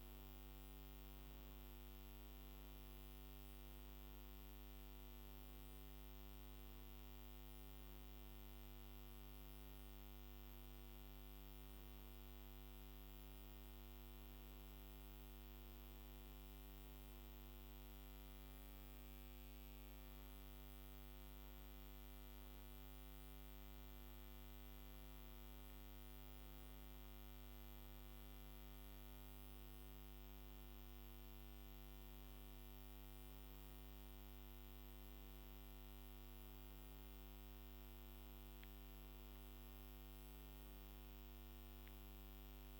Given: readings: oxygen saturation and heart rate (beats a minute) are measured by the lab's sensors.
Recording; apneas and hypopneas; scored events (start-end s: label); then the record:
a person awake in a sleep study, hard to hear, by a microphone on the trachea; none
none scored
From the record:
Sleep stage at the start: awake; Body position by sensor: on the back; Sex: male